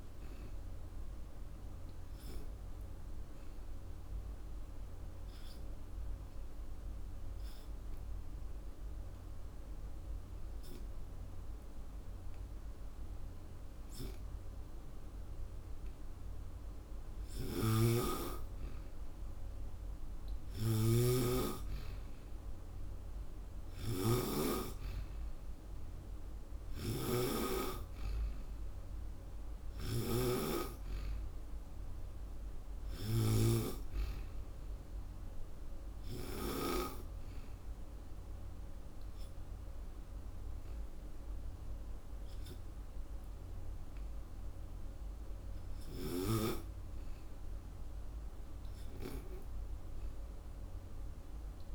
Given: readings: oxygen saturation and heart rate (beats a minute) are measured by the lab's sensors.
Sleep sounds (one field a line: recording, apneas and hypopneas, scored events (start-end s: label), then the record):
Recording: breathing in sleep by a room microphone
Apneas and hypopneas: 2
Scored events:
2.00-15.00 s: obstructive apnea (oxygen 97% before, 92% lowest)
3.00-17.00 s: oxygen desaturation (device-marked, oxygen 95% before, 92% lowest)
17.00-36.50 s: snoring (device-marked)
21.00-25.00 s: arousal
34.00-47.00 s: oxygen desaturation (device-marked, oxygen 96% before, 92% lowest)
36.00-47.00 s: obstructive apnea (oxygen 97% before, 92% lowest)
From the record:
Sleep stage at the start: N2 (light sleep)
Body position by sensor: on the back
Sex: female